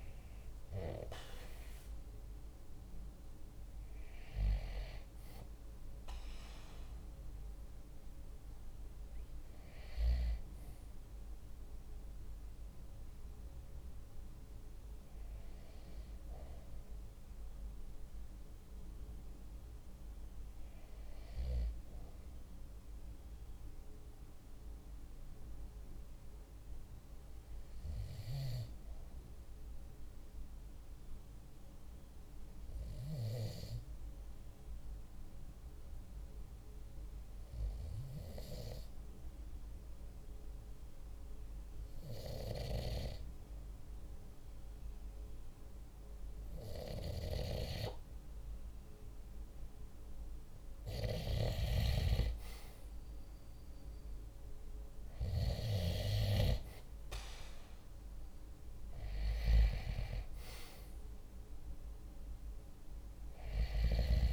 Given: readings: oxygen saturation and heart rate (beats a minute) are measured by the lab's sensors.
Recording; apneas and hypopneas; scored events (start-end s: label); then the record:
breathing in sleep by a room microphone; 1
8.50-64.33 s: new sleep stage, N2 (light sleep)
22.50-43.50 s: obstructive apnea (oxygen 97% before, 93% lowest, heart rate 46 before, 46 extreme, up 0 after)
50.50-55.00 s: arousal
53.50-64.33 s: oxygen desaturation (device-marked, oxygen 96% before, 93% lowest, heart rate 47 before, 45 extreme)
From the record:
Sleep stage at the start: REM sleep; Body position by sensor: on the right side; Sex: male